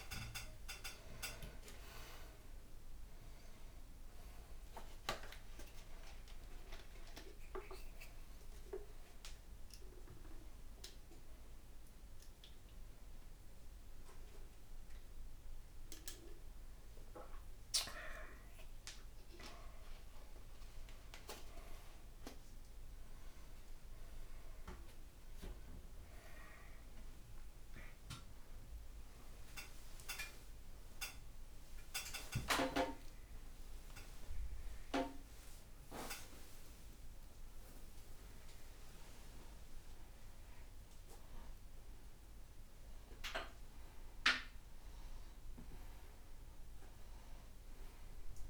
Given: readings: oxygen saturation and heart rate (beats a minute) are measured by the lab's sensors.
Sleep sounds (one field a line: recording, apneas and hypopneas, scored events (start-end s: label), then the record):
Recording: a person awake in a sleep study, by a room microphone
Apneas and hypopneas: 1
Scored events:
29.50-41.00 s: hypopnea (oxygen 97% before, 91% lowest, heart rate 84 before, 75 extreme)
47.50-48.50 s: oxygen desaturation (device-marked, oxygen 97% before, 91% lowest, heart rate 85 before, 85 extreme)
From the record:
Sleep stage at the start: awake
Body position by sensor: upright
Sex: male